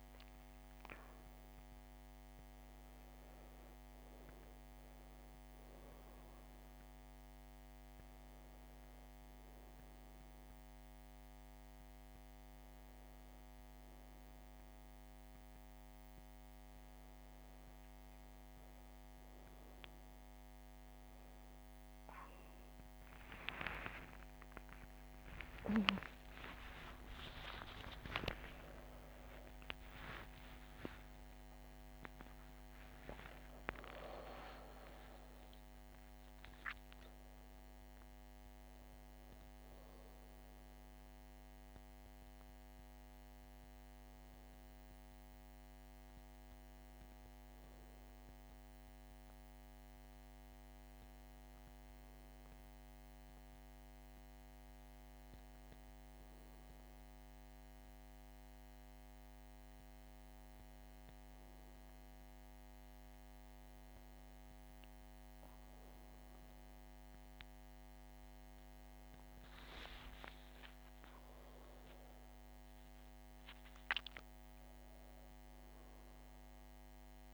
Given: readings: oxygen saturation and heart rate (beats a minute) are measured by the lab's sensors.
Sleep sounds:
a person awake in a sleep study, by a microphone on the trachea; none
5.50-15.50 s: oxygen desaturation (device-marked, oxygen 99% before, 96% lowest, heart rate 86 before, 72 extreme)
48.50-77.34 s: new sleep stage, N1 (lightest sleep)
69.50-73.50 s: arousal
From the record:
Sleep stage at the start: awake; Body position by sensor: on the back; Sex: female

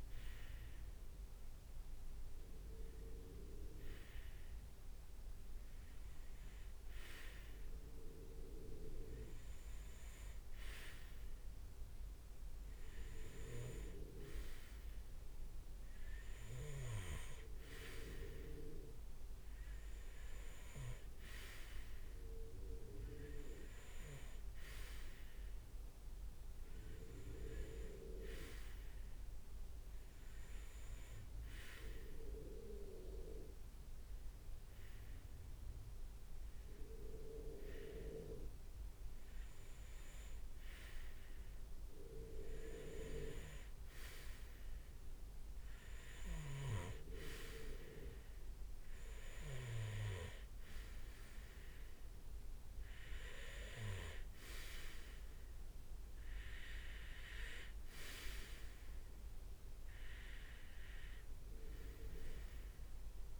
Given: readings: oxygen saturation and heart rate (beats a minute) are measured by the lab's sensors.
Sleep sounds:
breathing in sleep by a room microphone; none
none scored
From the record:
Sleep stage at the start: REM sleep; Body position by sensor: on the right side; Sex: male

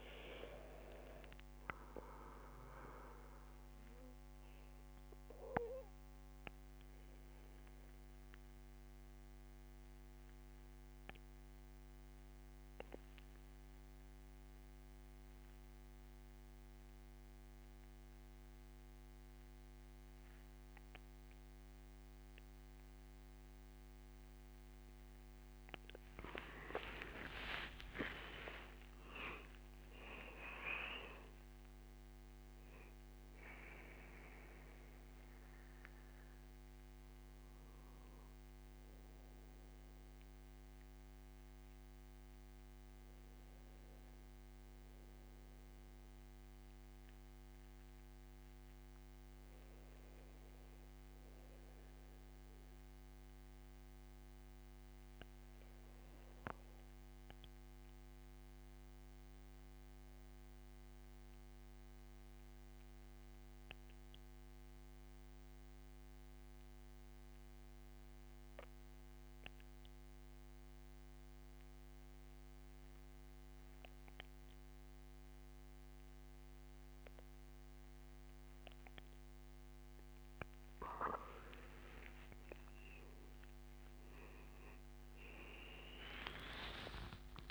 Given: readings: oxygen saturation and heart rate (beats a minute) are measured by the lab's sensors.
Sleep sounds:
breathing in sleep by a microphone on the trachea; 2
6.50-25.00 s: obstructive apnea (oxygen 99% before, 90% lowest, heart rate 72 before, 65 extreme, up 17 after)
24.00-51.00 s: oxygen desaturation (device-marked, oxygen 97% before, 90% lowest, heart rate 74 before, 65 extreme)
26.50-30.00 s: arousal
56.50-80.50 s: mixed apnea (oxygen 99% before, 89% lowest, heart rate 68 before, 70 extreme, up 18 after)
72.00-87.50 s: oxygen desaturation (device-marked, oxygen 98% before, 89% lowest, heart rate 71 before, 70 extreme)
82.50-87.00 s: arousal
From the record:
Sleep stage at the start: N2 (light sleep); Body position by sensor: on the back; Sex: male

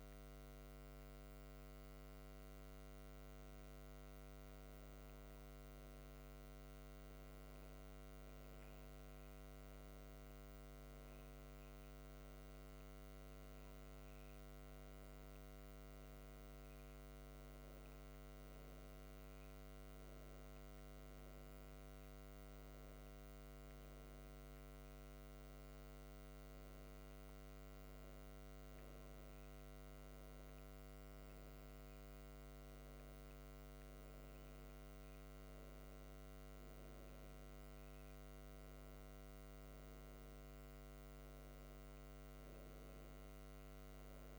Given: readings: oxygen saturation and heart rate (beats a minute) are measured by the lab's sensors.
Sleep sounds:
a person awake in a sleep study, hard to hear, by a microphone on the trachea; none
none scored
From the record:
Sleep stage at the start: awake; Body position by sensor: on the right side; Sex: female

